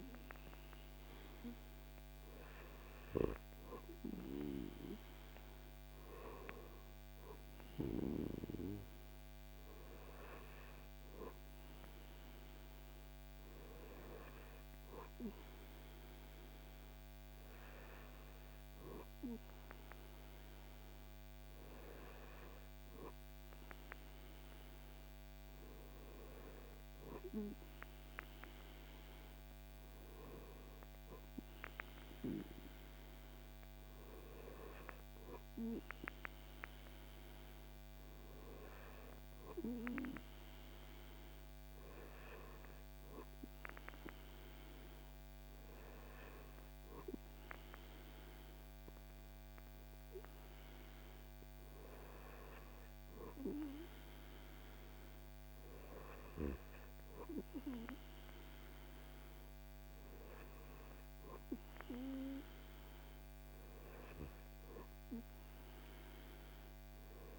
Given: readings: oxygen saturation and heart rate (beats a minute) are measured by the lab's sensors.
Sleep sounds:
breathing in sleep by a microphone on the trachea; none
none scored
From the record:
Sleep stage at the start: N2 (light sleep); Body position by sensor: on the back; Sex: male

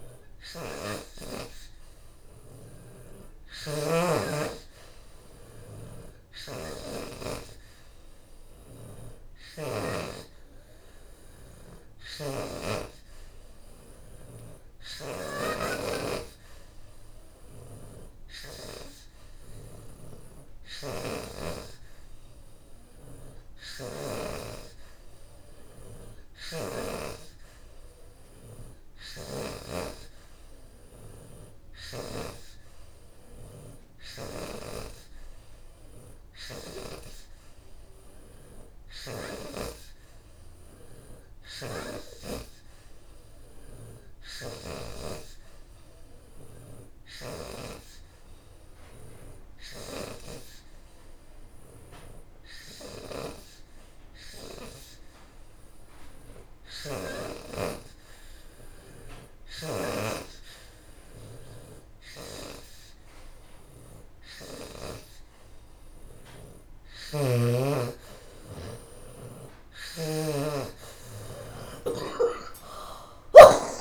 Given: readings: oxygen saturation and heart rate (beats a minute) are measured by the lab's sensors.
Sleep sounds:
breathing in sleep by a room microphone; none
0.00-4.50 s: oxygen desaturation (device-marked, oxygen 70% lowest, heart rate 89 extreme)
33.50-40.50 s: oxygen desaturation (device-marked, oxygen 76% before, 73% lowest, heart rate 94 before, 85 extreme)
45.50-57.50 s: oxygen desaturation (device-marked, oxygen 75% before, 72% lowest, heart rate 93 before, 85 extreme)
66.50-72.50 s: oxygen desaturation (device-marked, oxygen 74% before, 70% lowest, heart rate 90 before, 117 extreme)
From the record:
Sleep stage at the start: N3 (deep sleep); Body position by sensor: on the back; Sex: female

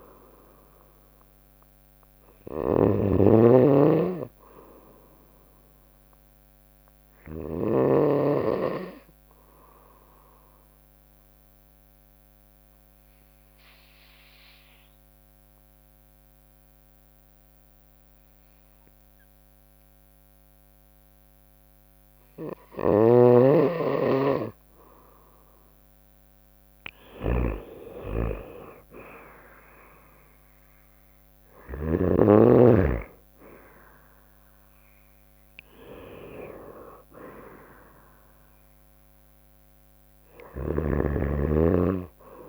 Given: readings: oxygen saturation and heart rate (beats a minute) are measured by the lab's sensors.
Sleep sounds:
breathing in sleep by a microphone on the trachea; 1
0.00-7.50 s: snoring (device-marked)
8.50-25.50 s: mixed apnea (oxygen 95% before, 91% lowest, heart rate 65 before, 60 extreme, up 7 after)
22.50-31.50 s: snoring (device-marked)
28.50-32.50 s: arousal
28.50-41.50 s: drop in pulse transit time (device-marked, heart rate 62 before, 63 extreme)
40.00-42.49 s: snoring (device-marked)
From the record:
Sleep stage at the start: N2 (light sleep); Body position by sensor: on the right side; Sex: female

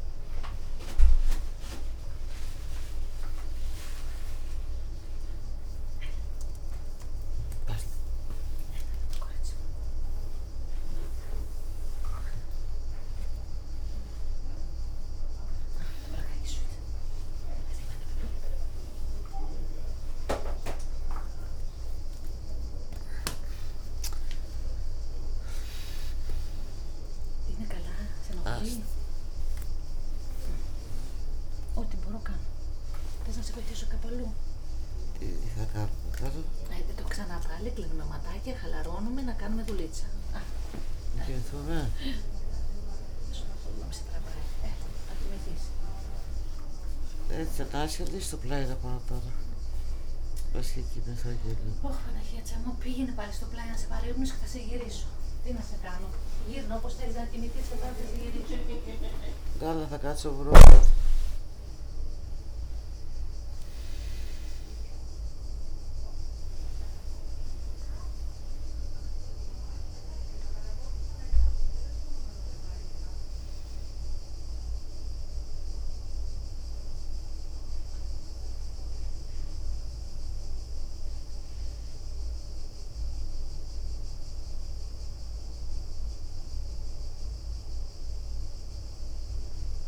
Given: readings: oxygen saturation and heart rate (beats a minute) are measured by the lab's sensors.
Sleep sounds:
a person awake in a sleep study, by a room microphone; none
11.50-13.50 s: long interval between heartbeats (device-marked, heart rate 75 before, 89 extreme)
18.50-20.50 s: long interval between heartbeats (device-marked, heart rate 81 before, 92 extreme)
20.00-35.00 s: tachycardia (device-marked, heart rate 78 before, 150 extreme)
24.00-26.00 s: long interval between heartbeats (device-marked, heart rate 87 before, 115 extreme)
29.50-31.50 s: long interval between heartbeats (device-marked, heart rate 98 before, 113 extreme)
33.50-35.50 s: long interval between heartbeats (device-marked, heart rate 106 before, 147 extreme)
40.00-44.00 s: leg movement (device-marked)
45.50-48.00 s: leg movement (device-marked)
55.50-57.50 s: leg movement (device-marked)
57.00-63.00 s: tachycardia (device-marked, heart rate 80 before, 116 extreme)
58.00-60.00 s: long interval between heartbeats (device-marked, heart rate 81 before, 84 extreme)
58.00-65.00 s: leg movement (device-marked)
61.00-63.00 s: long interval between heartbeats (device-marked, heart rate 82 before, 115 extreme)
65.50-69.00 s: leg movement (device-marked)
86.50-89.88 s: leg movement (device-marked)
From the record:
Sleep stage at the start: awake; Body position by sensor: on the back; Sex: female

